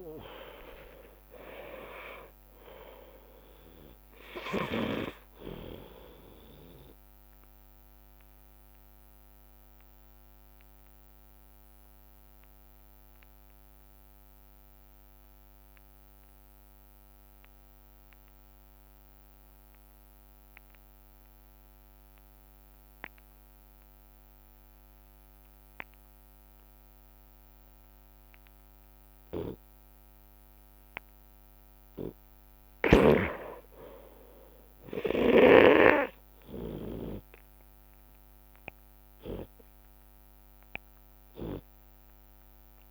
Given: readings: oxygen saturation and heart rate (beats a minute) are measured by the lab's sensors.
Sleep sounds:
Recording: breathing in sleep by a microphone on the trachea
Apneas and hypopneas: 1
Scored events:
0.00-4.50 s: drop in pulse transit time (device-marked, heart rate 58 extreme)
0.00-4.50 s: tachycardia (device-marked, heart rate 114 extreme)
0.00-5.00 s: snoring (device-marked)
0.50-19.50 s: oxygen desaturation (device-marked, oxygen 97% before, 86% lowest)
8.50-32.00 s: obstructive apnea (oxygen 98% before, 86% lowest, heart rate 85 before, 56 extreme, up 14 after)
9.50-42.91 s: new sleep stage, N2 (light sleep)
33.50-37.50 s: arousal
37.50-39.50 s: long interval between heartbeats (device-marked, heart rate 58 before, 70 extreme)
39.50-42.91 s: oxygen desaturation (device-marked, oxygen 99% before, 88% lowest, heart rate 60 before, 60 extreme)
From the record:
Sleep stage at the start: N1 (lightest sleep)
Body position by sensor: on the left side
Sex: male

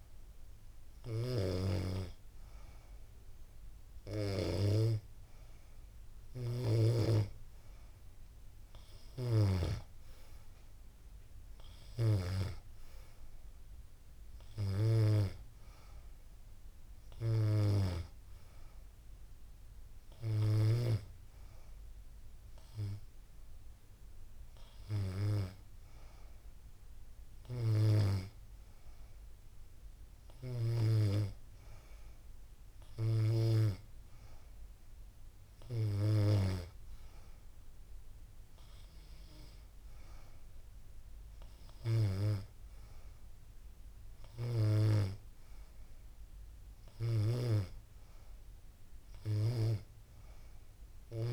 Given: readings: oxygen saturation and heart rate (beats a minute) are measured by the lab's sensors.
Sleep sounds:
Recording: breathing in sleep by a room microphone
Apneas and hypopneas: none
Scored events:
none scored
From the record:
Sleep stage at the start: N2 (light sleep)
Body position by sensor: on the back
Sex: female

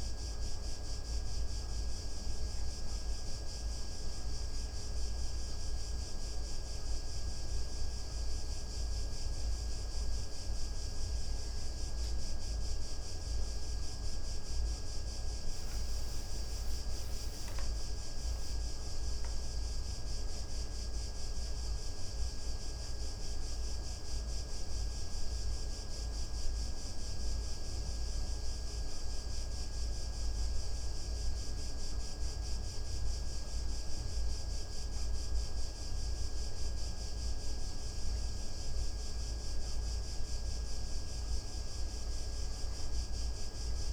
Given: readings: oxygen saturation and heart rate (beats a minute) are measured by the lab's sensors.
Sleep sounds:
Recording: breathing in sleep, hard to hear, by a room microphone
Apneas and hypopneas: 1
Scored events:
0.50-13.00 s: hypopnea (oxygen 95% before, 92% lowest)
9.00-43.93 s: new sleep stage, N2 (light sleep)
15.00-19.50 s: arousal
20.00-39.00 s: oxygen desaturation (device-marked, oxygen 95% before, 92% lowest)
From the record:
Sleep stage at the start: N1 (lightest sleep)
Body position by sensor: on the back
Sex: male

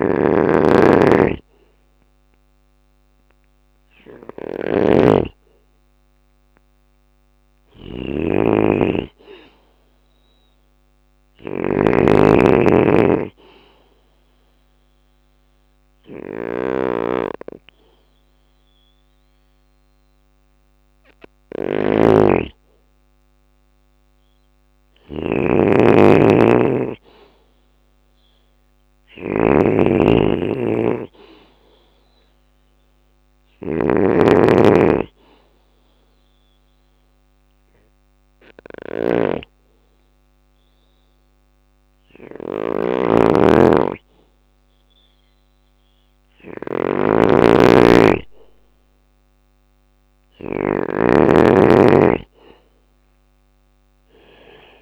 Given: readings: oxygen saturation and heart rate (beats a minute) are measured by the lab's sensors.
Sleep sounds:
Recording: breathing in sleep by a microphone on the trachea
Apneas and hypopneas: 2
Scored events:
0.00-11.50 s: drop in pulse transit time (device-marked, heart rate 62 extreme)
0.00-11.50 s: oxygen desaturation (device-marked, oxygen 92% lowest, heart rate 60 extreme)
0.00-49.50 s: snoring (device-marked)
11.50-21.50 s: obstructive apnea (oxygen 97% before, 94% lowest, heart rate 62 before, 59 extreme, up 2 after)
23.50-28.00 s: arousal
35.50-46.50 s: hypopnea (oxygen 96% before, 93% lowest, heart rate 61 before, 58 extreme, up 4 after)
41.50-44.50 s: bradycardia (device-marked, heart rate 61 before, 60 extreme)
51.00-54.82 s: arousal
52.50-54.82 s: drop in pulse transit time (device-marked, heart rate 61 before, 60 extreme)
From the record:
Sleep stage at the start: N2 (light sleep)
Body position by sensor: on the back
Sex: male

